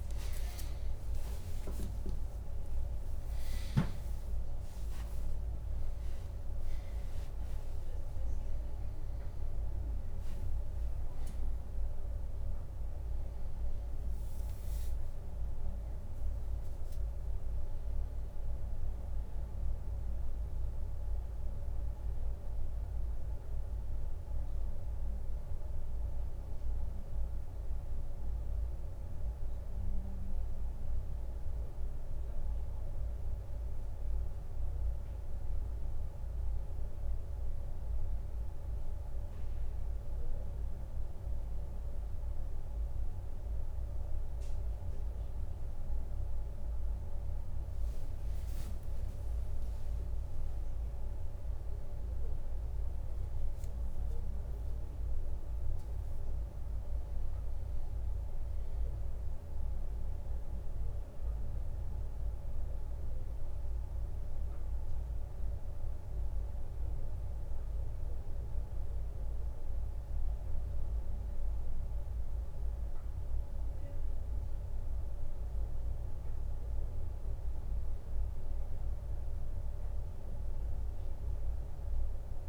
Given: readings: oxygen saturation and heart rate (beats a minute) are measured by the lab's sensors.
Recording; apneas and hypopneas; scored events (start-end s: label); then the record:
a person awake in a sleep study, hard to hear, by a room microphone; none
0.00-3.00 s: leg movement (device-marked)
3.00-8.00 s: leg movement (device-marked)
11.00-82.49 s: new sleep stage, awake
48.50-50.50 s: leg movement (device-marked)
From the record:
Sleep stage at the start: N2 (light sleep); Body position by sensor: on the right side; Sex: male